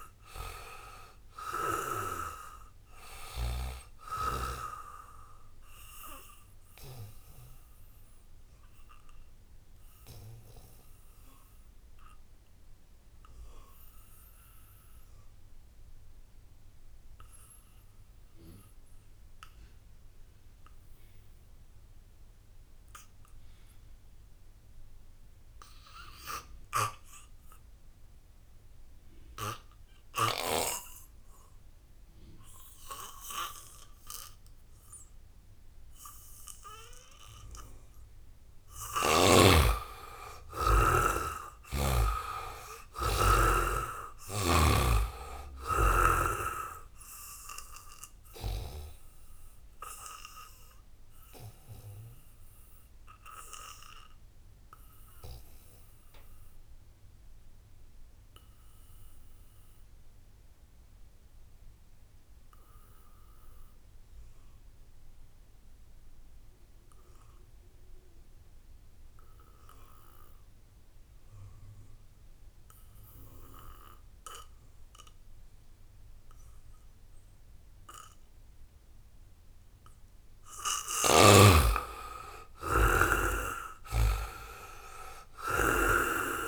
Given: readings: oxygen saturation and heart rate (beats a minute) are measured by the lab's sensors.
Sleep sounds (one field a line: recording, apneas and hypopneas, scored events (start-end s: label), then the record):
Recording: breathing in sleep by a room microphone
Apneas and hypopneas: 2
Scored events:
0.00-19.00 s: oxygen desaturation (device-marked, oxygen 75% lowest, heart rate 62 extreme)
6.00-37.00 s: obstructive apnea (oxygen 96% before, 75% lowest, heart rate 70 before, 72 extreme, up 3 after)
28.00-60.00 s: oxygen desaturation (device-marked, oxygen 99% before, 75% lowest, heart rate 78 before, 63 extreme)
39.00-43.00 s: arousal
41.00-44.50 s: snoring (device-marked)
47.50-79.00 s: obstructive apnea (oxygen 99% before, 73% lowest, heart rate 75 before, 63 extreme, up 1 after)
70.00-86.48 s: oxygen desaturation (device-marked, oxygen 98% before, 73% lowest, heart rate 78 before, 63 extreme)
80.50-85.00 s: arousal
80.50-86.48 s: snoring (device-marked)
From the record:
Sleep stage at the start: N2 (light sleep)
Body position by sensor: on the back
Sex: male